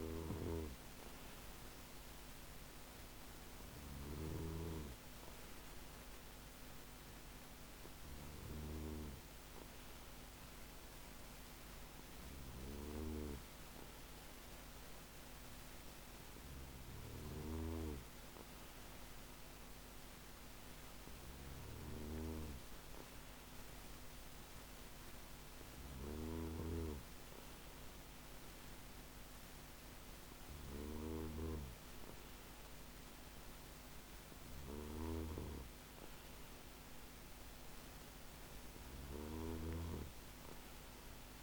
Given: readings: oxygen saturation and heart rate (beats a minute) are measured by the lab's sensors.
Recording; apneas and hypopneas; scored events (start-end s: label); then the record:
breathing in sleep by a microphone on the trachea; none
none scored
From the record:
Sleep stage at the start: N2 (light sleep); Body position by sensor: on the back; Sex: male